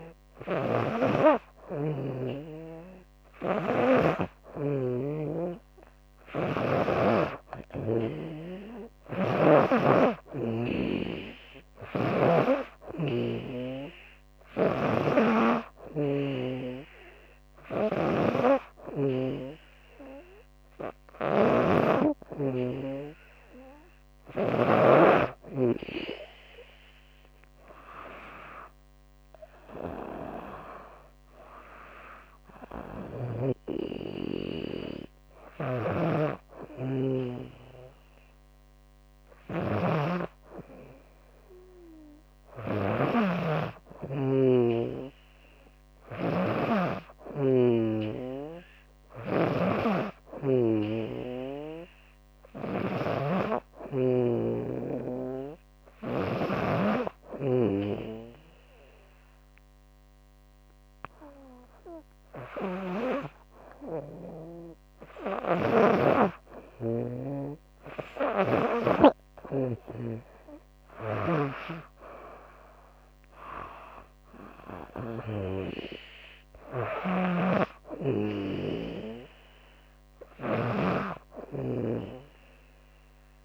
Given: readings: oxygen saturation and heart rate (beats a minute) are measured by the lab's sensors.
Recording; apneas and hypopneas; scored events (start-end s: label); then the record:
breathing in sleep by a microphone on the trachea; 1
2.50-9.00 s: snoring (device-marked)
11.00-24.00 s: snoring (device-marked)
35.00-56.00 s: snoring (device-marked)
50.00-53.00 s: arousal
56.00-66.00 s: obstructive apnea (oxygen 98% before, 95% lowest, heart rate 74 before, 72 extreme, up 5 after)
64.50-83.45 s: snoring (device-marked)
68.50-72.00 s: arousal
From the record:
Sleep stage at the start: N2 (light sleep); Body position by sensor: on the back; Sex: female